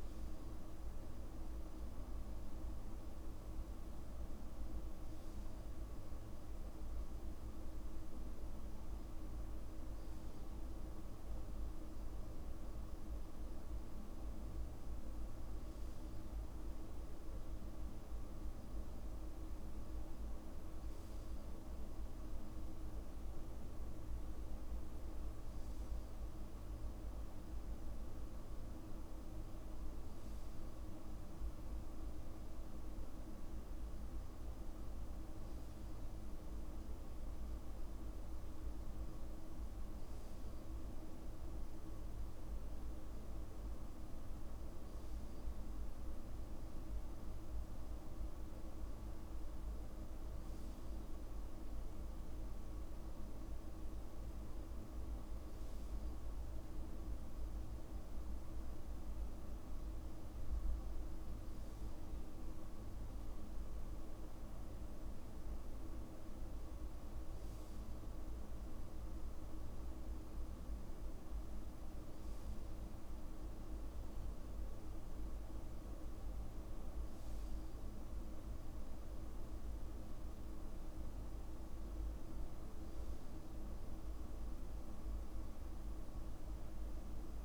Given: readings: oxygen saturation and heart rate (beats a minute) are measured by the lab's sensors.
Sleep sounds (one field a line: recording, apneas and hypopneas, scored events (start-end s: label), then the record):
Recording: breathing in sleep, hard to hear, by a room microphone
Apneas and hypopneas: none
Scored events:
none scored
From the record:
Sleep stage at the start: N2 (light sleep)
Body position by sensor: on the back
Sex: male